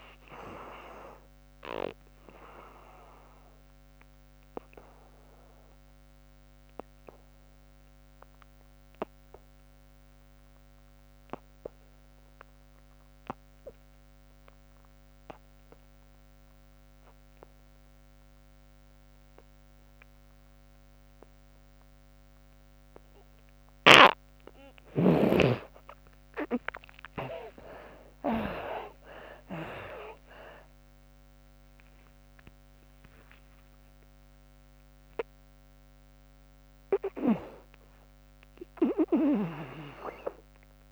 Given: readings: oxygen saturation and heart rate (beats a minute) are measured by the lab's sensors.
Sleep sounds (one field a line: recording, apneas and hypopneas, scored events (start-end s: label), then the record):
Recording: breathing in sleep by a microphone on the trachea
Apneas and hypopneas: 1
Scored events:
0.00-17.00 s: oxygen desaturation (device-marked, oxygen 80% lowest, heart rate 65 extreme)
1.50-23.00 s: obstructive apnea (oxygen 96% before, 73% lowest, heart rate 88 before, 65 extreme)
26.00-40.92 s: oxygen desaturation (device-marked, oxygen 98% before, 73% lowest, heart rate 76 before, 76 extreme)
26.50-31.00 s: arousal
From the record:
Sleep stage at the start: N2 (light sleep)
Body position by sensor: on the back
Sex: female